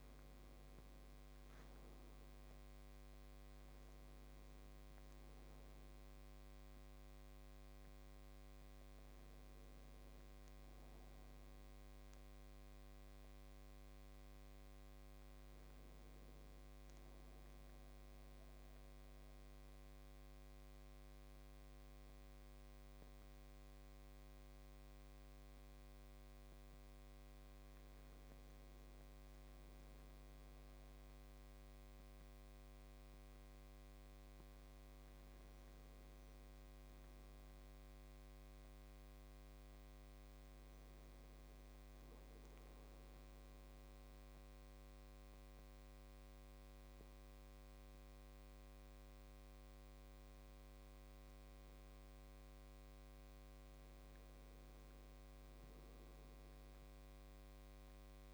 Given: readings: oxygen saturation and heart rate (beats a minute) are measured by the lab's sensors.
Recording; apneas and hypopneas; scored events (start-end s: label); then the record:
breathing in sleep, hard to hear, by a microphone on the trachea; 2
17.50-28.00 s: central apnea (oxygen 100% before, 95% lowest, heart rate 123 before, 72 extreme)
28.50-58.34 s: new sleep stage, N2 (light sleep)
29.00-32.00 s: arousal
43.00-54.00 s: obstructive apnea (oxygen 98% before, 95% lowest, heart rate 99 before, 98 extreme)
55.50-58.34 s: arousal
From the record:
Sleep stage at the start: N1 (lightest sleep); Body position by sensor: on the back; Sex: male